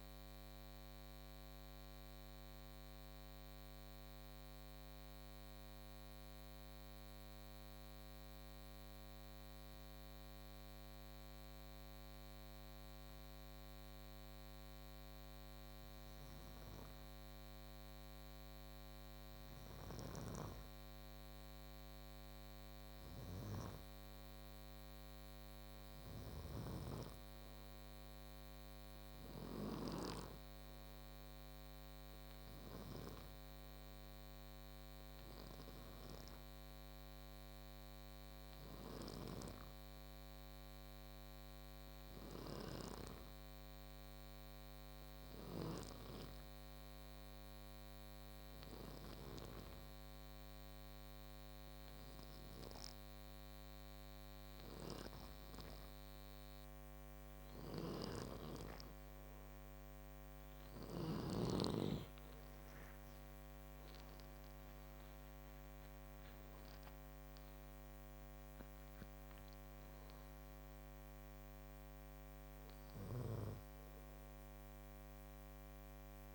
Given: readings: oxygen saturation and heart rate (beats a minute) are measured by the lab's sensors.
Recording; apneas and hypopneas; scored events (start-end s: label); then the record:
breathing in sleep by a microphone on the trachea; 2
0.50-18.50 s: obstructive apnea (heart rate 71 before, 50 extreme, up 10 after)
19.50-29.50 s: snoring (device-marked)
21.00-25.00 s: arousal
32.00-55.00 s: hypopnea (heart rate 59 before, 53 extreme, up 1 after)
38.50-45.50 s: snoring (device-marked)
57.00-61.00 s: snoring (device-marked)
63.50-68.50 s: arousal
From the record:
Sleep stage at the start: N2 (light sleep); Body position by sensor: on the back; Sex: male